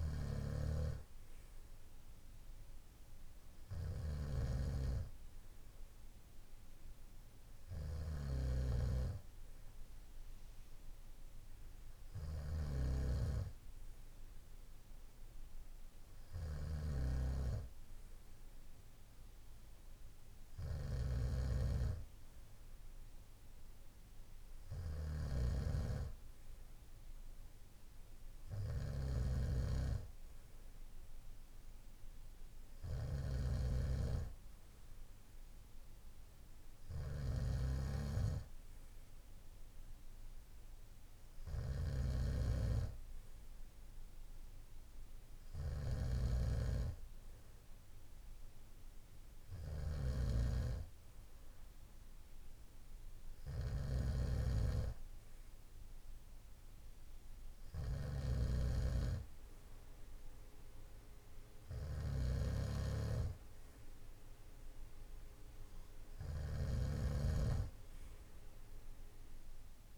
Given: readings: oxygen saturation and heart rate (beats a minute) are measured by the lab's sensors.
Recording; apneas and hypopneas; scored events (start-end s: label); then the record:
breathing in sleep by a room microphone; none
0.00-69.98 s: snoring (device-marked)
From the record:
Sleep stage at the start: N2 (light sleep); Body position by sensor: on the right side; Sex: male